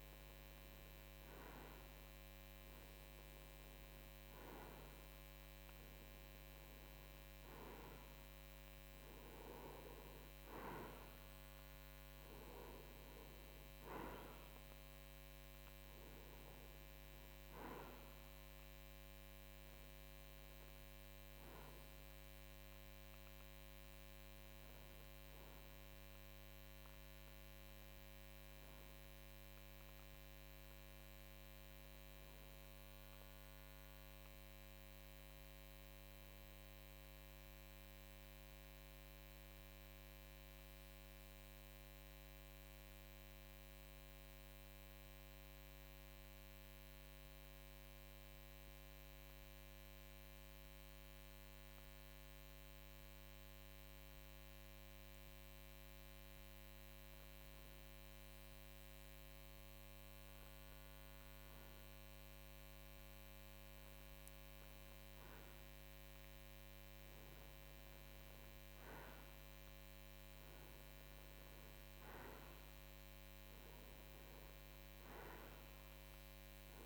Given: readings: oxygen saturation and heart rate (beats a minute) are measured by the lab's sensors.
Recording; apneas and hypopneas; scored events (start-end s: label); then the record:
breathing in sleep, hard to hear, by a microphone on the trachea; 1
26.50-30.50 s: arousal
38.00-56.00 s: obstructive apnea (oxygen 95% before, 91% lowest, heart rate 58 before, 48 extreme, up 7 after)
60.50-63.50 s: arousal
From the record:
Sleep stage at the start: N2 (light sleep); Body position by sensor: on the right side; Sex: male